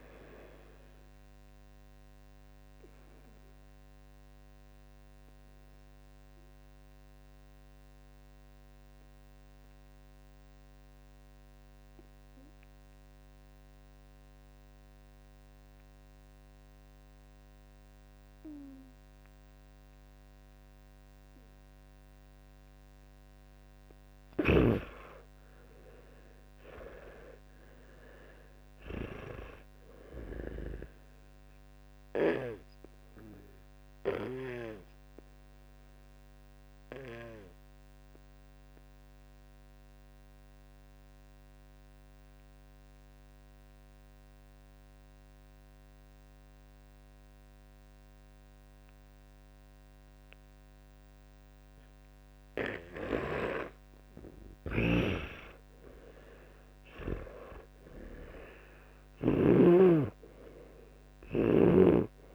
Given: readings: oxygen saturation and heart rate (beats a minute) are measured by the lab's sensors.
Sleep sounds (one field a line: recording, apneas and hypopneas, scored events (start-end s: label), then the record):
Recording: breathing in sleep by a microphone on the trachea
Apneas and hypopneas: 2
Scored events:
2.00-22.50 s: obstructive apnea (oxygen 99% before, 84% lowest, heart rate 76 before, 35 extreme)
3.50-29.50 s: oxygen desaturation (device-marked, oxygen 99% before, 84% lowest, heart rate 82 before, 35 extreme)
25.00-29.00 s: arousal
32.50-54.00 s: obstructive apnea (oxygen 99% before, 88% lowest, heart rate 60 before, 46 extreme)
50.50-54.50 s: oxygen desaturation (device-marked, oxygen 97% before, 93% lowest, heart rate 59 before, 60 extreme)
54.50-59.50 s: snoring (device-marked)
57.00-61.00 s: arousal
From the record:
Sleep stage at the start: N2 (light sleep)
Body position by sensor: on the back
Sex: male